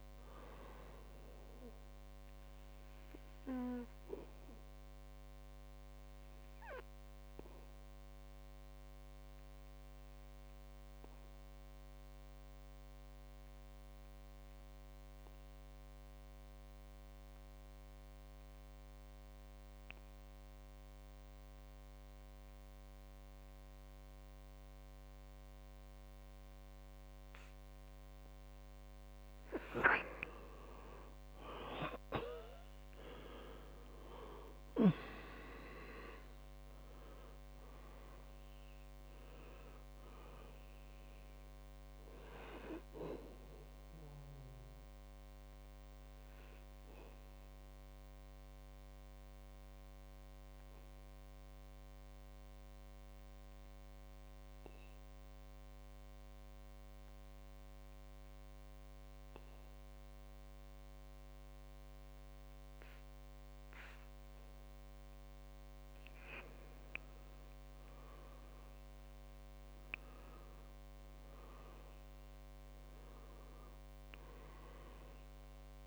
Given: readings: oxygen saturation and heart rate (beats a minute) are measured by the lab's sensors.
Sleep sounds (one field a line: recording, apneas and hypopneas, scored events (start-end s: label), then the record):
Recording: breathing in sleep by a microphone on the trachea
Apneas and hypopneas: 2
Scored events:
4.50-21.50 s: oxygen desaturation (device-marked, oxygen 98% before, 93% lowest, heart rate 65 before, 59 extreme)
5.50-28.50 s: obstructive apnea (oxygen 98% before, 88% lowest, heart rate 65 before, 57 extreme, up 10 after)
32.00-36.50 s: arousal
36.50-67.50 s: oxygen desaturation (device-marked, oxygen 97% before, 88% lowest, heart rate 62 before, 57 extreme)
46.50-65.00 s: obstructive apnea (oxygen 97% before, 88% lowest, heart rate 69 before, 59 extreme, up 3 after)
68.00-74.00 s: arousal
From the record:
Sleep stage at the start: N2 (light sleep)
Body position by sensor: on the back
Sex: male